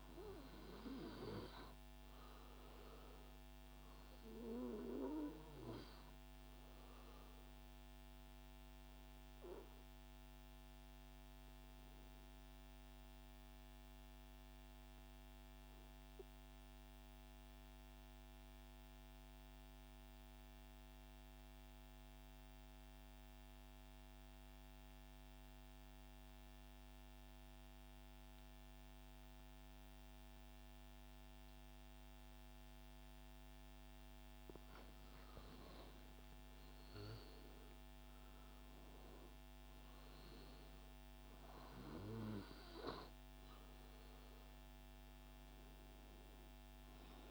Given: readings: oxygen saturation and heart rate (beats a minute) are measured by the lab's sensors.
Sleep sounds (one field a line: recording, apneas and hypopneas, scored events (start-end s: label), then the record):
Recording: breathing in sleep by a microphone on the trachea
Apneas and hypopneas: 1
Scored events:
0.00-21.50 s: oxygen desaturation (device-marked, oxygen 93% lowest)
11.00-33.50 s: central apnea (oxygen 99% before, 93% lowest)
35.00-39.00 s: arousal
36.50-47.31 s: oxygen desaturation (device-marked, oxygen 98% before, 94% lowest)
From the record:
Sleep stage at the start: N2 (light sleep)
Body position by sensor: on the right side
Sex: male